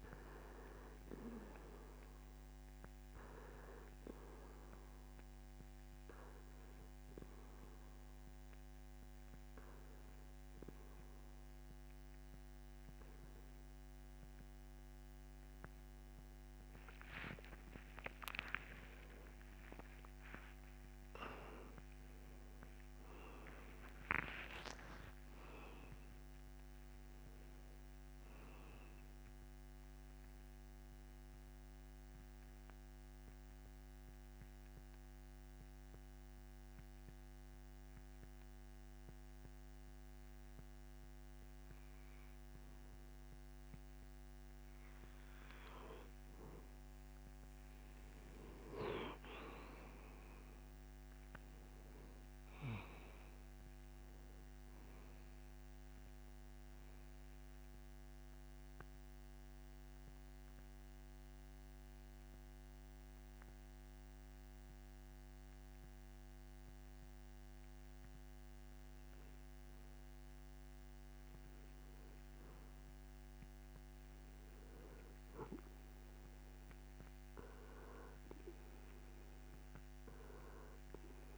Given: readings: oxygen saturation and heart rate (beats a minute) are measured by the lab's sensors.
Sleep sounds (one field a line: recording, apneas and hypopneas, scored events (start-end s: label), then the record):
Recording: breathing in sleep by a microphone on the trachea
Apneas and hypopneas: 3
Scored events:
4.00-15.50 s: hypopnea (oxygen 93% before, 91% lowest)
18.00-23.50 s: arousal
32.00-46.00 s: mixed apnea (oxygen 93% before, 91% lowest)
48.50-52.00 s: arousal
52.00-74.00 s: oxygen desaturation (device-marked, oxygen 95% before, 91% lowest)
58.00-69.00 s: obstructive apnea (oxygen 95% before, 91% lowest)
75.00-78.50 s: arousal
From the record:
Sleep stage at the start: N2 (light sleep)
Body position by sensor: on the back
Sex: male